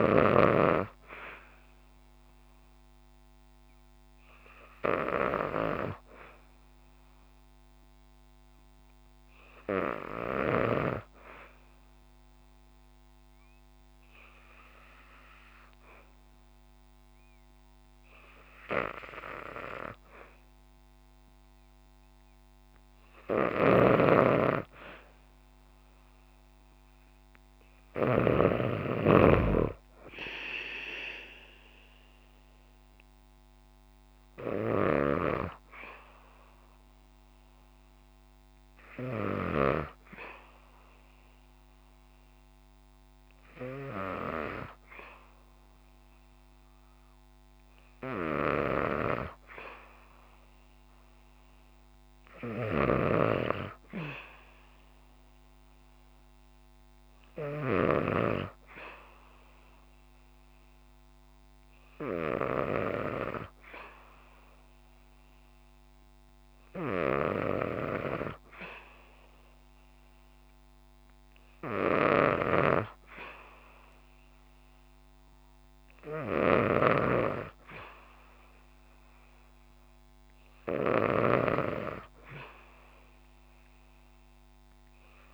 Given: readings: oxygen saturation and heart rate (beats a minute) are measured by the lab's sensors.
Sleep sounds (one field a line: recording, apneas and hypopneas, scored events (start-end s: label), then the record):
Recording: breathing in sleep by a microphone on the trachea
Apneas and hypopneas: 1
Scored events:
11.00-22.00 s: obstructive apnea (oxygen 96% before, 93% lowest, heart rate 65 before, 61 extreme, up 5 after)
23.00-27.50 s: snoring (device-marked)
28.00-32.50 s: arousal
From the record:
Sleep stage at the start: N2 (light sleep)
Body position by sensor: on the back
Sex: female